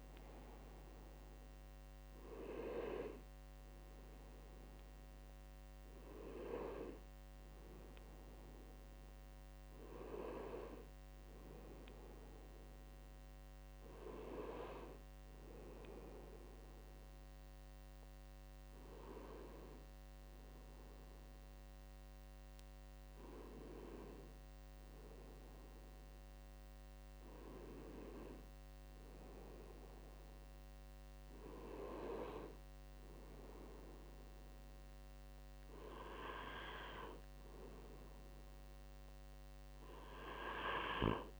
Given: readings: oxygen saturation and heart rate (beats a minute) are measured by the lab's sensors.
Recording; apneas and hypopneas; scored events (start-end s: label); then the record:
breathing in sleep by a microphone on the trachea; none
24.50-41.40 s: new sleep stage, N2 (light sleep)
From the record:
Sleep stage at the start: N1 (lightest sleep); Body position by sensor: on the right side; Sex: male